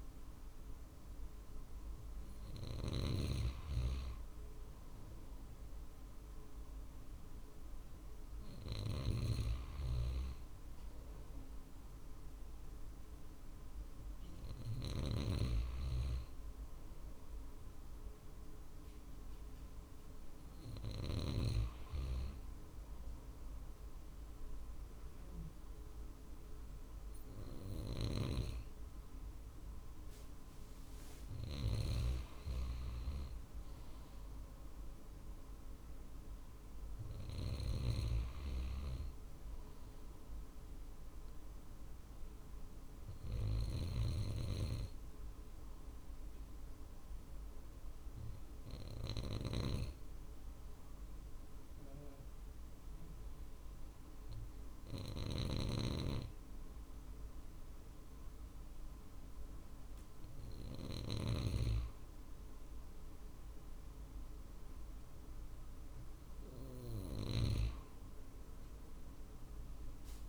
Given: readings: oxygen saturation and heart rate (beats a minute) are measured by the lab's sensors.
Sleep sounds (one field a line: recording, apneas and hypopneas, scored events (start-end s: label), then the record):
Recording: breathing in sleep by a room microphone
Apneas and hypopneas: 1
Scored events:
0.00-4.00 s: drop in pulse transit time (device-marked, heart rate 50 extreme)
2.00-14.50 s: snoring (device-marked)
36.00-49.00 s: drop in pulse transit time (device-marked, heart rate 50 before, 50 extreme)
44.50-59.50 s: obstructive apnea (oxygen 95% before, 93% lowest, heart rate 51 before, 50 extreme)
48.50-67.00 s: snoring (device-marked)
60.00-63.00 s: arousal
From the record:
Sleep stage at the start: N2 (light sleep)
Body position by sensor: on the right side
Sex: male